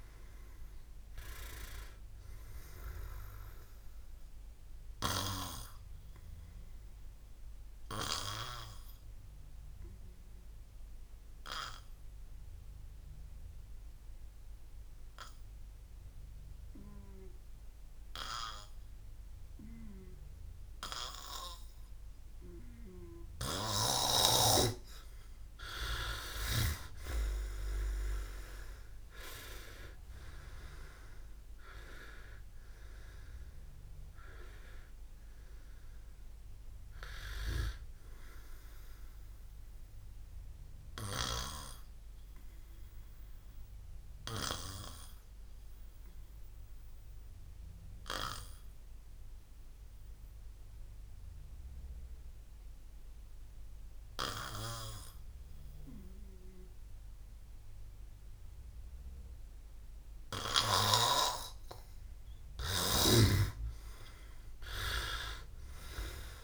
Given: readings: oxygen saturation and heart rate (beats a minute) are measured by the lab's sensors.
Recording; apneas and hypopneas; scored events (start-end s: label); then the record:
breathing in sleep by a room microphone; 2
0.00-16.50 s: oxygen desaturation (device-marked, oxygen 90% lowest, heart rate 50 extreme)
4.00-24.00 s: obstructive apnea (oxygen 98% before, 90% lowest, heart rate 98 before, 50 extreme, up 56 after)
26.00-29.00 s: arousal
38.00-61.50 s: obstructive apnea (oxygen 99% before, 90% lowest, heart rate 75 before, 56 extreme, up 49 after)
39.50-62.50 s: oxygen desaturation (device-marked, oxygen 99% before, 92% lowest, heart rate 74 before, 56 extreme)
63.50-66.44 s: arousal
From the record:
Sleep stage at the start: N2 (light sleep); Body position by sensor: on the back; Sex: male